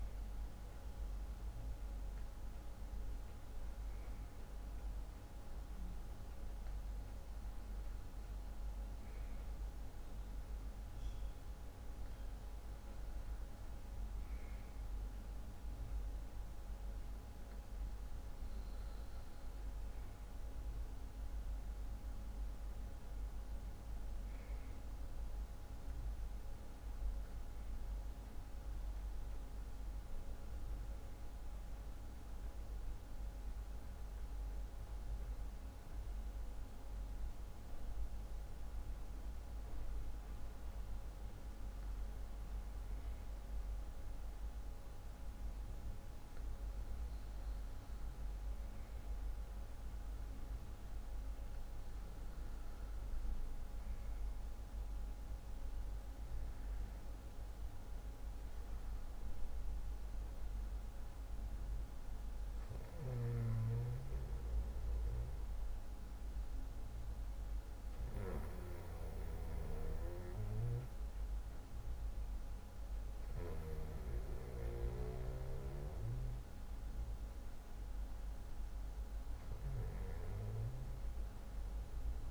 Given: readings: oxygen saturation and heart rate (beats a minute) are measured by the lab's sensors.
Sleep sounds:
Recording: breathing in sleep by a room microphone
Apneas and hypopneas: 1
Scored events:
27.50-52.00 s: hypopnea (oxygen 96% before, 95% lowest, heart rate 46 before, 42 extreme, up 10 after)
55.00-59.50 s: arousal
63.00-74.00 s: snoring (device-marked)
76.00-80.50 s: snoring (device-marked)
From the record:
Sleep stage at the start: REM sleep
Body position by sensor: on the back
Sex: male

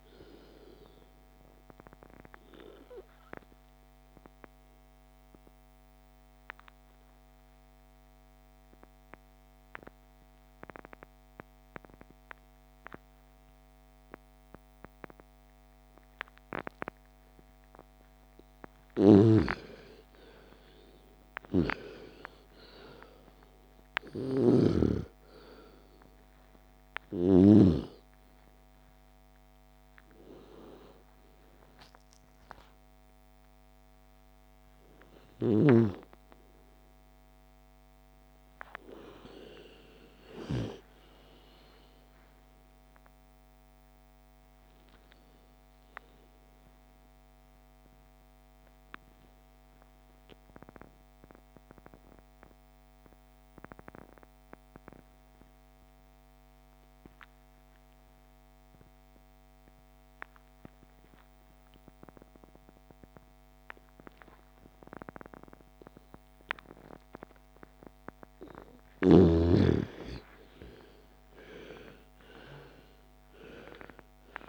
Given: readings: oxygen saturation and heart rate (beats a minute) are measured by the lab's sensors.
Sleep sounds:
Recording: breathing in sleep by a microphone on the trachea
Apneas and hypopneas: 2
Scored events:
0.00-16.50 s: oxygen desaturation (device-marked, oxygen 88% lowest, heart rate 28 extreme)
3.50-18.50 s: obstructive apnea (oxygen 98% before, 87% lowest, heart rate 57 before, 28 extreme, up 31 after)
19.00-27.50 s: snoring (device-marked)
19.50-23.00 s: arousal
22.50-44.50 s: oxygen desaturation (device-marked, oxygen 98% before, 87% lowest, heart rate 42 before, 29 extreme)
47.50-68.50 s: obstructive apnea (oxygen 98% before, 80% lowest)
69.00-72.50 s: arousal
69.50-74.49 s: oxygen desaturation (device-marked, oxygen 98% before, 80% lowest)
From the record:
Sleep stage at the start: N2 (light sleep)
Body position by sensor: on the left side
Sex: female

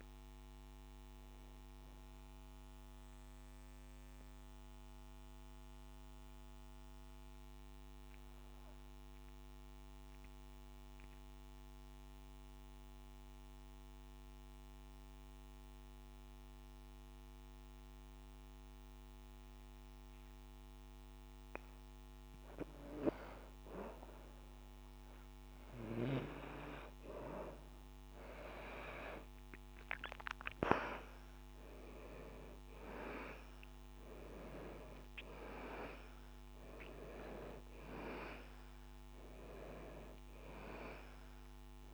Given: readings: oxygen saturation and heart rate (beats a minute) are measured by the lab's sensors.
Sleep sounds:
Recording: a person awake in a sleep study, by a microphone on the trachea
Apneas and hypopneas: none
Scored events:
30.00-41.94 s: new sleep stage, N1 (lightest sleep)
39.00-41.94 s: oxygen desaturation (device-marked, oxygen 97% before, 87% lowest, heart rate 60 before, 60 extreme)
From the record:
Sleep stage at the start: awake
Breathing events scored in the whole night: 189 in 3.6 hours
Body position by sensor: on the back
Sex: male

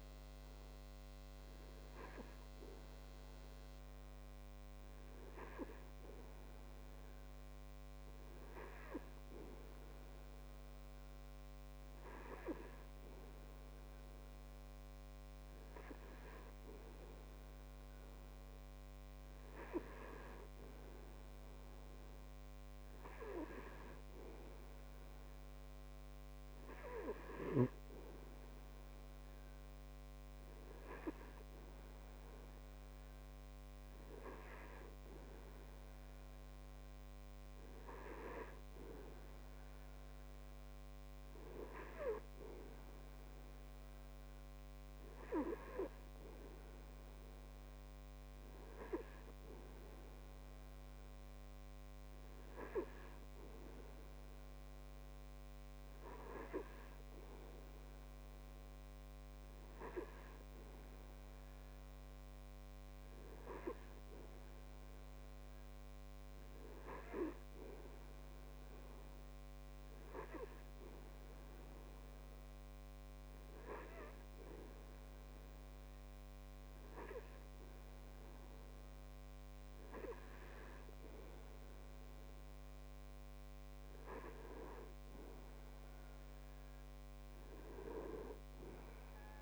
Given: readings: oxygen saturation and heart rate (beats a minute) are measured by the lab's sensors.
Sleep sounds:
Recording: breathing in sleep by a microphone on the trachea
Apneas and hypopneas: none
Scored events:
85.00-89.42 s: arousal
From the record:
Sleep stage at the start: N2 (light sleep)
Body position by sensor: on the back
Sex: male

